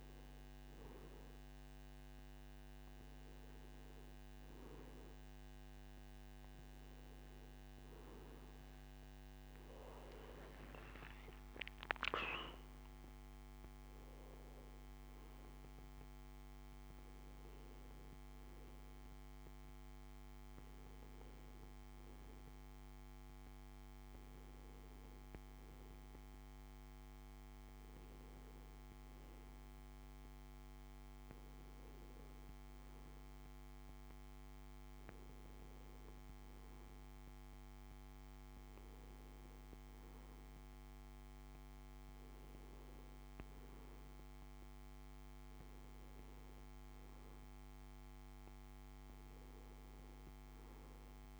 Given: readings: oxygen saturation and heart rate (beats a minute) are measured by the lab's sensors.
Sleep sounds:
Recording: breathing in sleep, hard to hear, by a microphone on the trachea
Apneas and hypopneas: none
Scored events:
9.50-15.00 s: arousal
From the record:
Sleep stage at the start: N2 (light sleep)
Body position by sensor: on the back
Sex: male

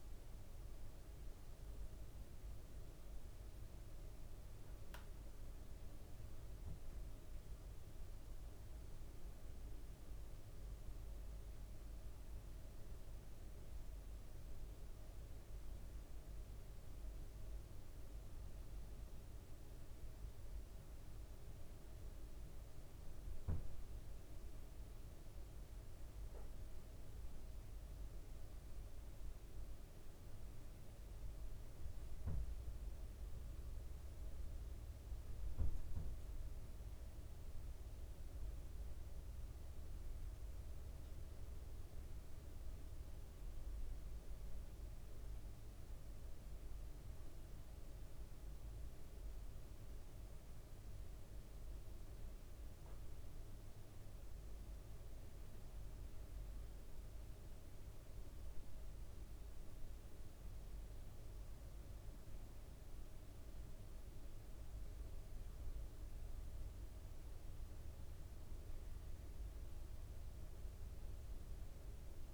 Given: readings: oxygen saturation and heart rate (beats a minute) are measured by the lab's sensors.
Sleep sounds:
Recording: a person awake in a sleep study, hard to hear, by a room microphone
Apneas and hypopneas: none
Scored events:
none scored
From the record:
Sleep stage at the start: awake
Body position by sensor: on the right side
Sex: male

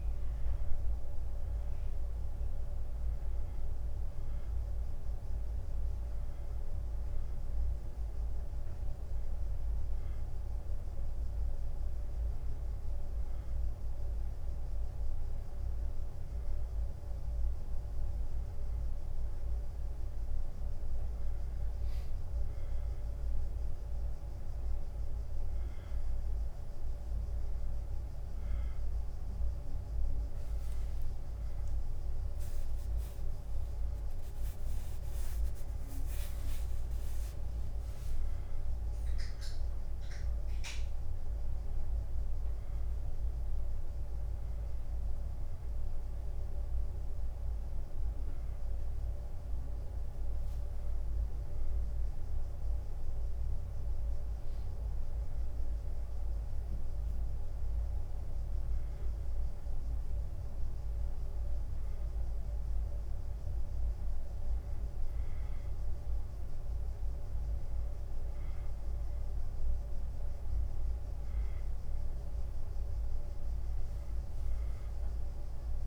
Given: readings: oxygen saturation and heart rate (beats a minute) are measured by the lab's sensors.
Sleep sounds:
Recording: breathing in sleep, hard to hear, by a room microphone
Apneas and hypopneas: 1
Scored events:
0.00-1.00 s: arousal
5.00-19.50 s: hypopnea (oxygen 98% before, 93% lowest, heart rate 85 before, 84 extreme, up 2 after)
18.50-29.50 s: drop in pulse transit time (device-marked, heart rate 84 before, 85 extreme)
31.50-36.00 s: arousal
From the record:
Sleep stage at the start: N1 (lightest sleep)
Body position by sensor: on the back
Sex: male

